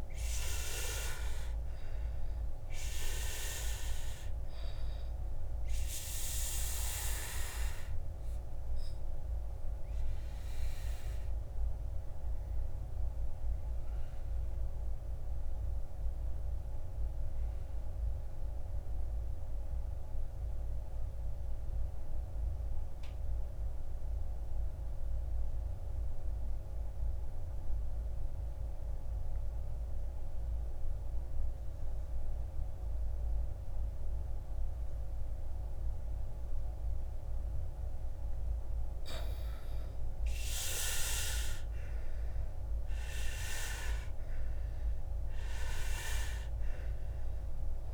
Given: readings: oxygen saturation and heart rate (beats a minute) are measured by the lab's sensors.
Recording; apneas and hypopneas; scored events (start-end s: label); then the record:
breathing in sleep by a room microphone; 1
0.00-26.50 s: oxygen desaturation (device-marked, oxygen 75% lowest, heart rate 52 extreme)
10.50-38.00 s: obstructive apnea (oxygen 95% before, 75% lowest, heart rate 68 before, 53 extreme, up 14 after)
40.00-43.00 s: arousal
43.50-47.94 s: oxygen desaturation (device-marked, oxygen 99% before, 80% lowest, heart rate 59 before, 51 extreme)
From the record:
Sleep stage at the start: N2 (light sleep); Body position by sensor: on the back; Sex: male